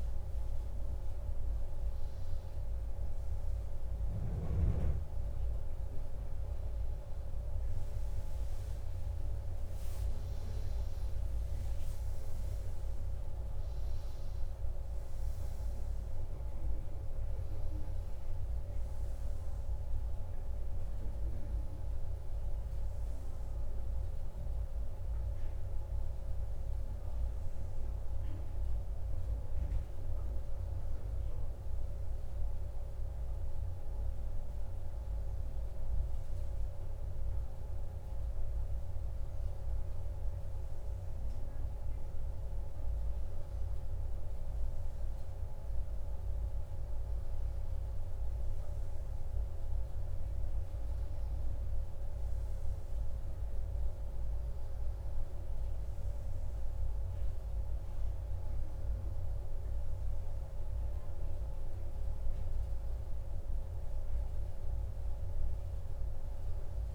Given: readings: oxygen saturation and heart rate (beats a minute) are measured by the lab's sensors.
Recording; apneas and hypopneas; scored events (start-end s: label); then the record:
a person partly awake in a sleep study, hard to hear, by a room microphone; none
16.00-66.95 s: new sleep stage, N1 (lightest sleep)
From the record:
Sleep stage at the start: awake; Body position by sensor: on the right side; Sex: male